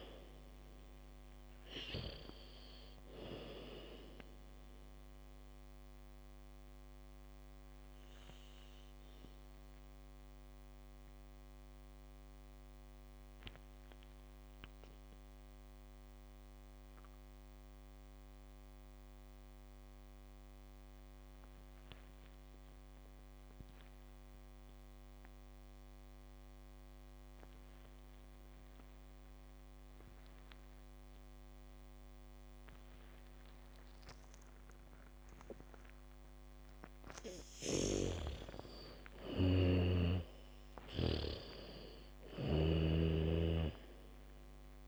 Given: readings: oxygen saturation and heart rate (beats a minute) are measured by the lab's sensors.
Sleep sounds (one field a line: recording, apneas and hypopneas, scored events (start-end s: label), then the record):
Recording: breathing in sleep by a microphone on the trachea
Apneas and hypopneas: 1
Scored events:
0.00-1.00 s: arousal
0.00-23.00 s: oxygen desaturation (device-marked, oxygen 81% lowest, heart rate 40 extreme)
6.00-36.50 s: mixed apnea (oxygen 99% before, 81% lowest, heart rate 64 before, 40 extreme, up 0 after)
33.00-43.00 s: bradycardia (device-marked, heart rate 71 before, 40 extreme)
37.00-44.88 s: oxygen desaturation (device-marked, oxygen 98% before, 82% lowest, heart rate 69 before, 45 extreme)
38.00-41.50 s: arousal
38.00-41.50 s: snoring (device-marked)
From the record:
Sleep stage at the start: N2 (light sleep)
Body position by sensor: on the back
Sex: female